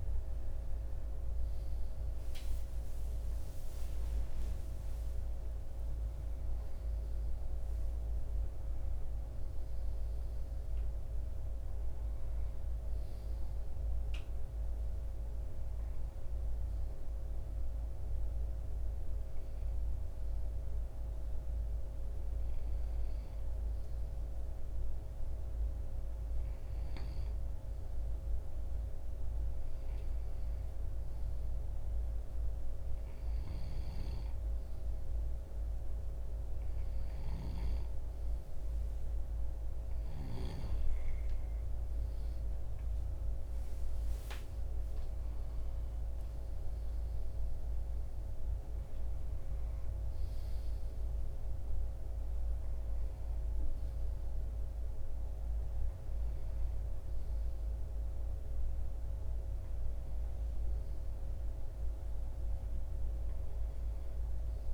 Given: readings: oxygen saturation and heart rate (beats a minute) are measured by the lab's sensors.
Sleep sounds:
breathing in sleep, hard to hear, by a room microphone; none
none scored
From the record:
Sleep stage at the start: N2 (light sleep); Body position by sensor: on the left side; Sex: male

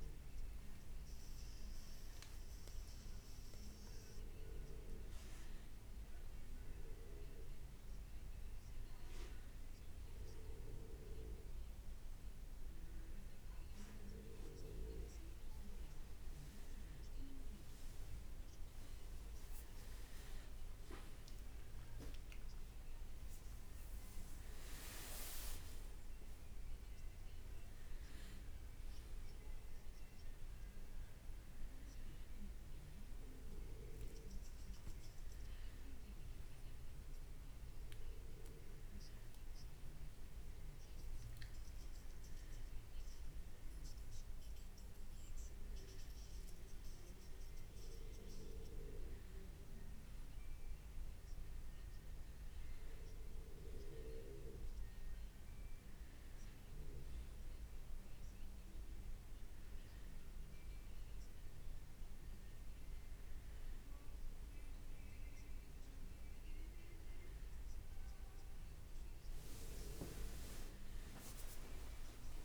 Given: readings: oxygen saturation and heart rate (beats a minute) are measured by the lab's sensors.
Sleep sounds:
breathing in sleep by a room microphone; none
16.50-21.00 s: leg movement (device-marked)
21.50-25.50 s: arousal
From the record:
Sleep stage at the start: N1 (lightest sleep); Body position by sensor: on the right side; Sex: male

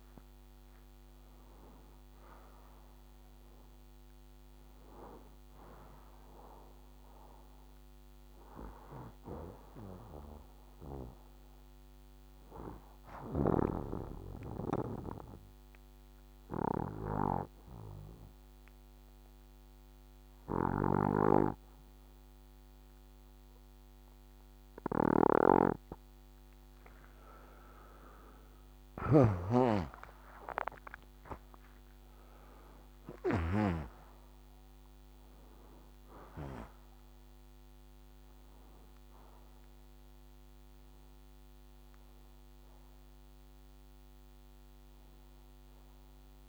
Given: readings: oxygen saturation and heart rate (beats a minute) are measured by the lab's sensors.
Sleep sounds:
breathing in sleep by a microphone on the trachea; 1
1.50-5.50 s: arousal
7.00-46.49 s: new sleep stage, N2 (light sleep)
14.00-27.50 s: hypopnea (oxygen 94% before, 91% lowest, heart rate 71 before, 60 extreme, up 15 after)
28.50-32.50 s: arousal
44.00-46.49 s: oxygen desaturation (device-marked, oxygen 95% before, 91% lowest, heart rate 75 before, 60 extreme)
From the record:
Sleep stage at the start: N1 (lightest sleep); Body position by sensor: on the right side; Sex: male

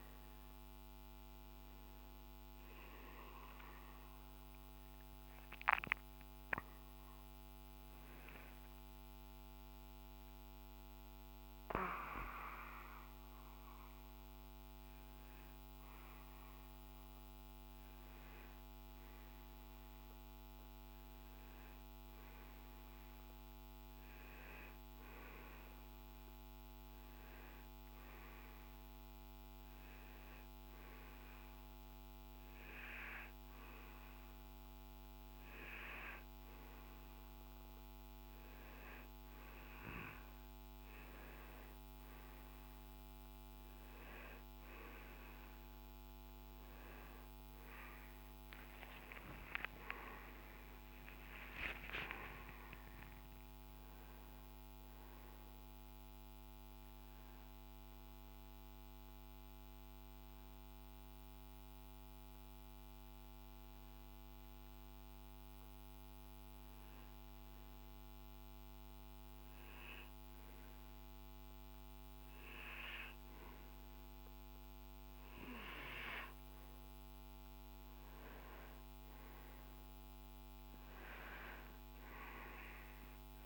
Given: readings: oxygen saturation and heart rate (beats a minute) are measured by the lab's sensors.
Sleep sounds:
breathing in sleep by a microphone on the trachea; 2
0.00-3.00 s: oxygen desaturation (device-marked, oxygen 93% lowest, heart rate 56 extreme)
4.50-18.00 s: hypopnea (oxygen 97% before, 93% lowest, heart rate 69 before, 56 extreme, up 2 after)
20.00-22.50 s: arousal
21.00-83.46 s: new sleep stage, N2 (light sleep)
48.50-52.00 s: arousal
58.00-73.50 s: hypopnea (oxygen 94% before, 91% lowest, heart rate 69 before, 54 extreme, up 11 after)
76.00-80.00 s: arousal
76.00-83.46 s: oxygen desaturation (device-marked, oxygen 96% before, 93% lowest, heart rate 62 before, 55 extreme)
From the record:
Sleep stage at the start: N1 (lightest sleep); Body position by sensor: on the right side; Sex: male

